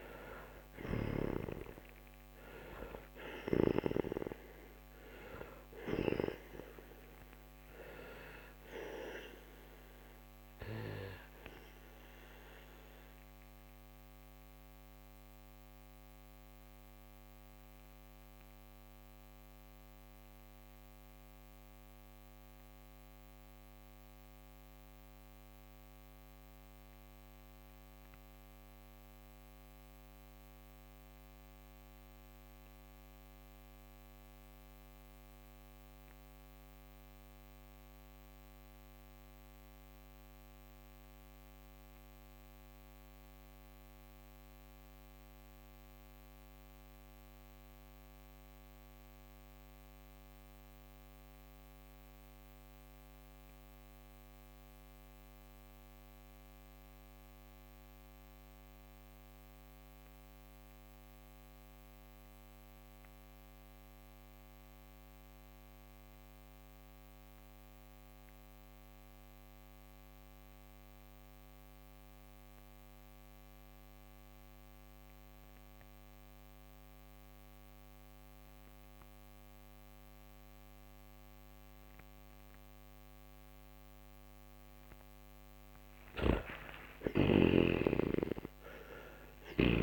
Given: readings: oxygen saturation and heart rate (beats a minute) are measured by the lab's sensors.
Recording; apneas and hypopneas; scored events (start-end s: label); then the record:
breathing in sleep by a microphone on the trachea; 1
8.00-85.50 s: mixed apnea (oxygen 97% before, 83% lowest, heart rate 70 before, 39 extreme, up 30 after)
15.00-39.00 s: oxygen desaturation (device-marked, oxygen 95% before, 86% lowest, heart rate 71 before, 39 extreme)
72.00-89.83 s: oxygen desaturation (device-marked, oxygen 97% before, 83% lowest, heart rate 50 before, 45 extreme)
85.50-89.50 s: snoring (device-marked)
86.50-89.83 s: arousal
From the record:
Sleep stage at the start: N2 (light sleep); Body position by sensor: on the back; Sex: male